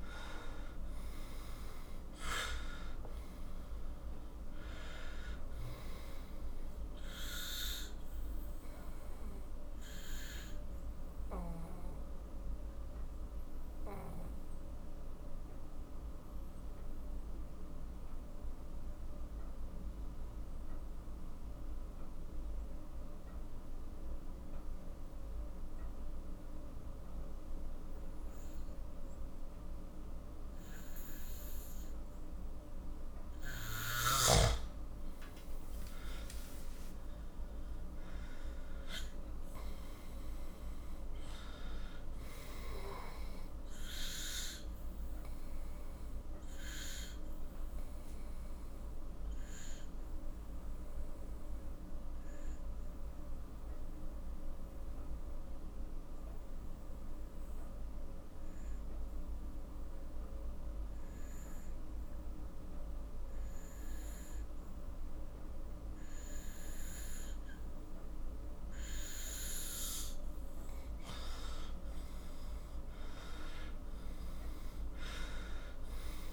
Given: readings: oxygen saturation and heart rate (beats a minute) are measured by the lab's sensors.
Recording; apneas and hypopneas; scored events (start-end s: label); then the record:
breathing in sleep by a room microphone; 2
0.00-1.50 s: arousal
0.00-22.00 s: oxygen desaturation (device-marked, oxygen 89% lowest, heart rate 41 extreme)
8.00-35.00 s: obstructive apnea (oxygen 97% before, 89% lowest, heart rate 56 before, 41 extreme, up 11 after)
34.00-49.00 s: oxygen desaturation (device-marked, oxygen 97% before, 91% lowest, heart rate 47 before, 42 extreme)
37.00-41.50 s: arousal
45.00-69.00 s: obstructive apnea (oxygen 97% before, 89% lowest, heart rate 55 before, 42 extreme, up 14 after)
71.00-75.50 s: arousal
73.00-76.33 s: oxygen desaturation (device-marked, oxygen 97% before, 89% lowest, heart rate 49 before, 45 extreme)
From the record:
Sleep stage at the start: N2 (light sleep); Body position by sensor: on the back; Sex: male